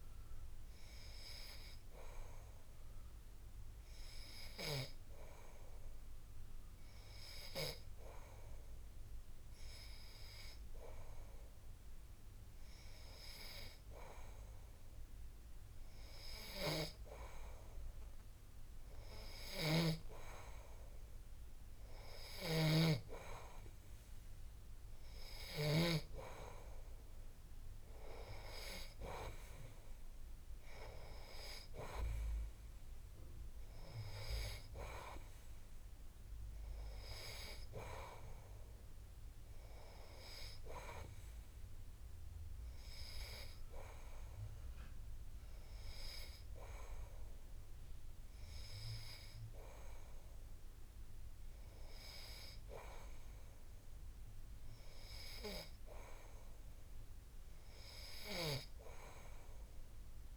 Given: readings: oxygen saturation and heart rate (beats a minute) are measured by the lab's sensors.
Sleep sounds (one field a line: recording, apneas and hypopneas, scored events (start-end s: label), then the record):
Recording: breathing in sleep by a room microphone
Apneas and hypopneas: none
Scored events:
19.50-26.00 s: snoring (device-marked)
From the record:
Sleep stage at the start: N2 (light sleep)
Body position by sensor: on the back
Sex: male